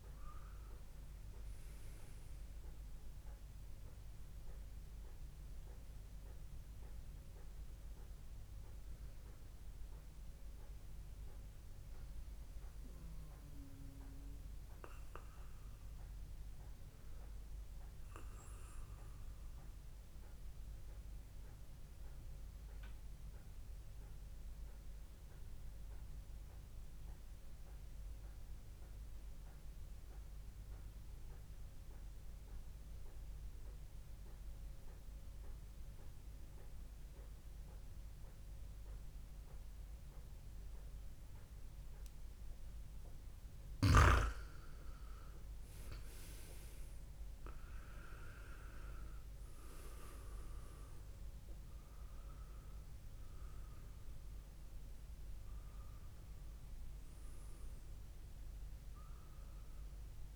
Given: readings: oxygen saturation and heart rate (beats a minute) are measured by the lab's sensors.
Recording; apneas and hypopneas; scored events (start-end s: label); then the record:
breathing in sleep by a room microphone; 1
0.00-5.00 s: oxygen desaturation (device-marked, oxygen 95% lowest, heart rate 59 extreme)
19.50-44.00 s: mixed apnea (oxygen 98% before, 93% lowest, heart rate 62 before, 61 extreme)
42.00-60.00 s: oxygen desaturation (device-marked, oxygen 98% before, 93% lowest, heart rate 69 before, 61 extreme)
46.00-50.50 s: arousal
From the record:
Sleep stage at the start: N2 (light sleep); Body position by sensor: on the back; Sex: male